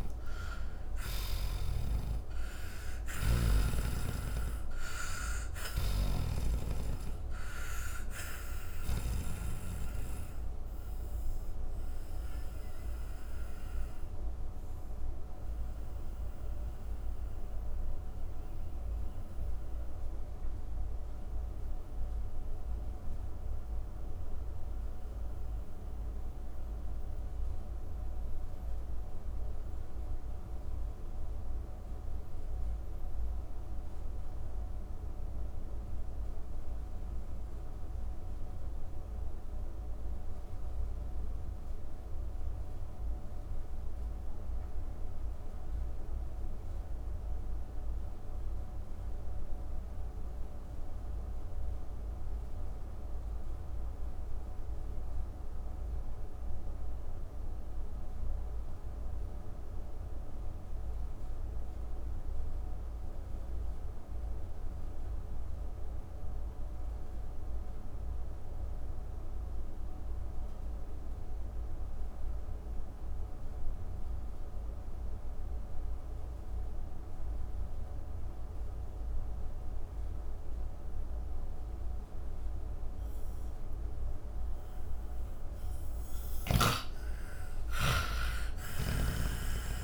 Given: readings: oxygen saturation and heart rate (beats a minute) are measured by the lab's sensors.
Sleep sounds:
breathing in sleep by a room microphone; 1
0.00-41.50 s: oxygen desaturation (device-marked, oxygen 77% lowest, heart rate 50 extreme)
10.50-85.50 s: mixed apnea (oxygen 97% before, 77% lowest, heart rate 117 before, 59 extreme, up 53 after)
77.50-89.84 s: oxygen desaturation (device-marked, oxygen 97% before, 90% lowest)
86.50-89.84 s: arousal
88.00-89.84 s: snoring (device-marked)
From the record:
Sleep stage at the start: N2 (light sleep); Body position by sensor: on the back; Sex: male

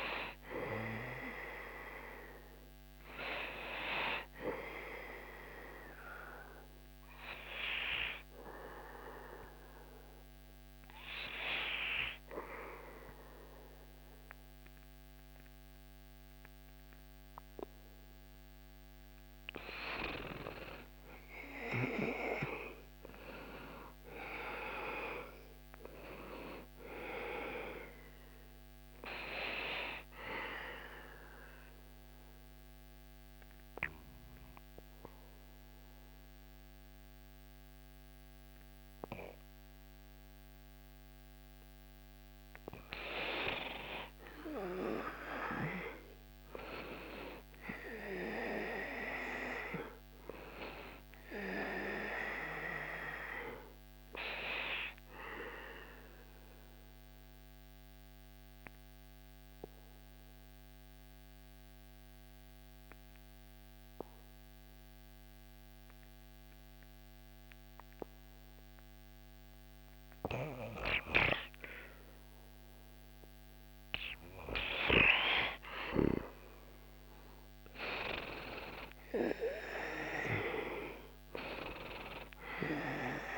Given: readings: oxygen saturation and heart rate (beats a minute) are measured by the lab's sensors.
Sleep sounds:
breathing in sleep by a microphone on the trachea; 3
5.00-18.00 s: hypopnea (oxygen 99% before, 92% lowest, heart rate 84 before, 79 extreme, up 5 after)
16.50-41.50 s: oxygen desaturation (device-marked, oxygen 98% before, 92% lowest, heart rate 85 before, 79 extreme)
20.00-25.50 s: arousal
30.00-42.00 s: obstructive apnea (oxygen 99% before, 92% lowest, heart rate 84 before, 79 extreme, up 7 after)
43.50-48.00 s: arousal
54.00-74.00 s: obstructive apnea (oxygen 99% before, 89% lowest, heart rate 85 before, 78 extreme, up 2 after)
73.50-83.38 s: oxygen desaturation (device-marked, oxygen 98% before, 92% lowest, heart rate 81 before, 68 extreme)
76.00-81.00 s: arousal
From the record:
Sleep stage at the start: REM sleep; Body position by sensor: on the back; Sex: male

